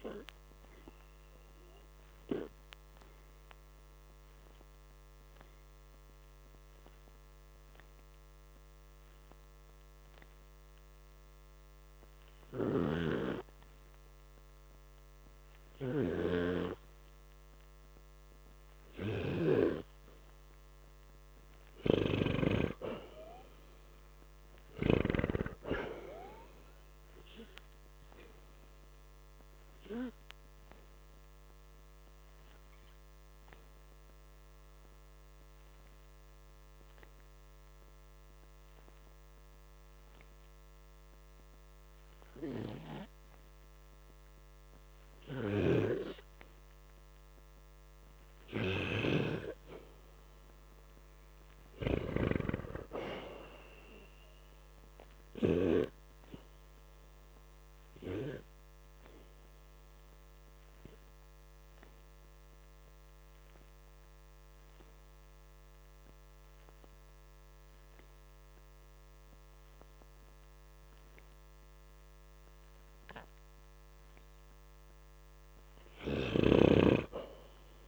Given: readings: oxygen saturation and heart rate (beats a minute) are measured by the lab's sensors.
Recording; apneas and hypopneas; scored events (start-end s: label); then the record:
breathing in sleep by a microphone on the trachea; 3
4.00-19.50 s: hypopnea (oxygen 96% before, 88% lowest, heart rate 58 before, 54 extreme, up 0 after)
22.00-25.00 s: arousal
32.00-50.00 s: hypopnea (oxygen 94% before, 88% lowest, heart rate 57 before, 50 extreme, up 3 after)
32.50-36.50 s: oxygen desaturation (device-marked, oxygen 94% before, 90% lowest, heart rate 57 before, 50 extreme)
38.50-54.50 s: oxygen desaturation (device-marked, oxygen 94% before, 88% lowest, heart rate 57 before, 50 extreme)
53.50-56.50 s: arousal
59.50-72.50 s: hypopnea (oxygen 96% before, 89% lowest, heart rate 55 before, 53 extreme)
62.50-77.88 s: oxygen desaturation (device-marked, oxygen 96% before, 89% lowest, heart rate 54 before, 53 extreme)
76.00-77.88 s: arousal
From the record:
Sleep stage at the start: N2 (light sleep); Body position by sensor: on the back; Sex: male